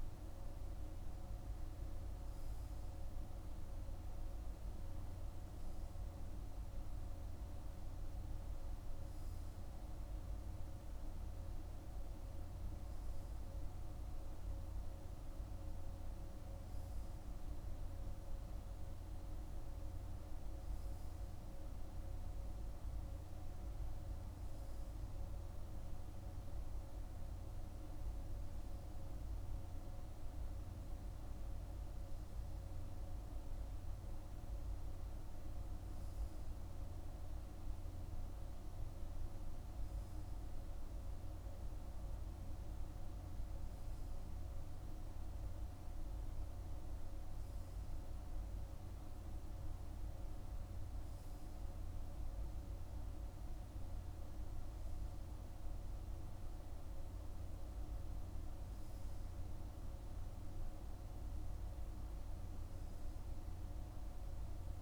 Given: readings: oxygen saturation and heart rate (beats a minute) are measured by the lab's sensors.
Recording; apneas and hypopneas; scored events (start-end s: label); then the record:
breathing in sleep, hard to hear, by a room microphone; none
none scored
From the record:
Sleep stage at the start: N2 (light sleep); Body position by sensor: on the right side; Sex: male